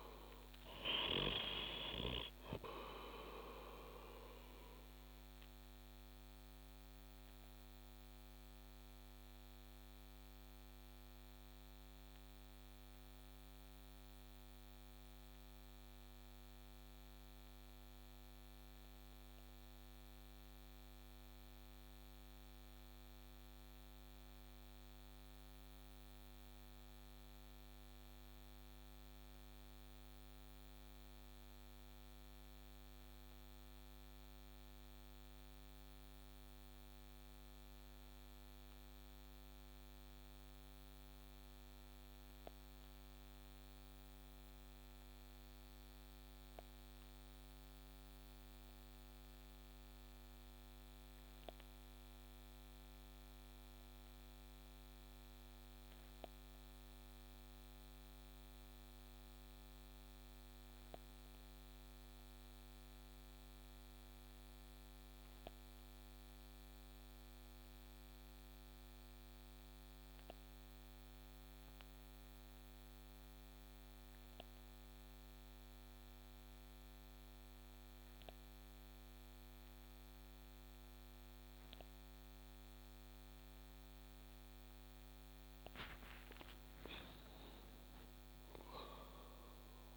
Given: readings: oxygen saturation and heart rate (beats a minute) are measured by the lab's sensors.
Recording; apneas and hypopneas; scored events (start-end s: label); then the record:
breathing in sleep by a microphone on the trachea; 1
0.00-20.50 s: oxygen desaturation (device-marked, oxygen 88% lowest)
3.00-85.50 s: obstructive apnea (oxygen 94% before, 84% lowest)
41.50-89.97 s: oxygen desaturation (device-marked, oxygen 98% before, 85% lowest)
87.00-89.97 s: arousal
From the record:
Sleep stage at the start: REM sleep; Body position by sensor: on the back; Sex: male